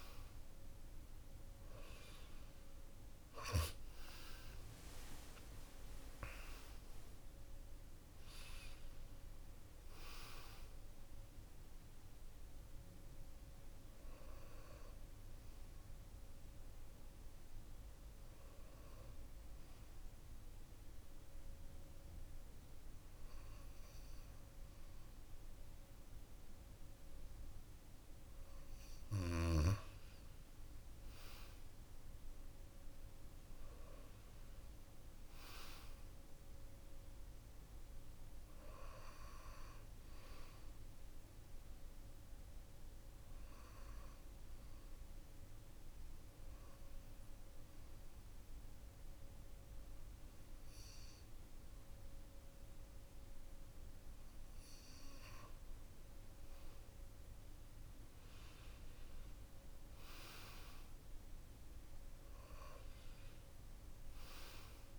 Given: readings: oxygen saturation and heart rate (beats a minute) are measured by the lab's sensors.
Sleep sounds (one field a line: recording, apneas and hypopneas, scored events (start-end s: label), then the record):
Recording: breathing in sleep by a room microphone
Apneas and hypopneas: 2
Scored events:
0.00-17.00 s: oxygen desaturation (device-marked, oxygen 92% lowest, heart rate 55 extreme)
2.50-7.00 s: arousal
17.50-29.00 s: hypopnea (oxygen 96% before, 92% lowest, heart rate 66 before, 53 extreme, up 16 after)
32.50-36.50 s: arousal
43.50-54.00 s: obstructive apnea (oxygen 97% before, 92% lowest, heart rate 63 before, 47 extreme, up 15 after)
57.00-61.50 s: arousal
From the record:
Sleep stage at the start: N2 (light sleep)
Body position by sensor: on the back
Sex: male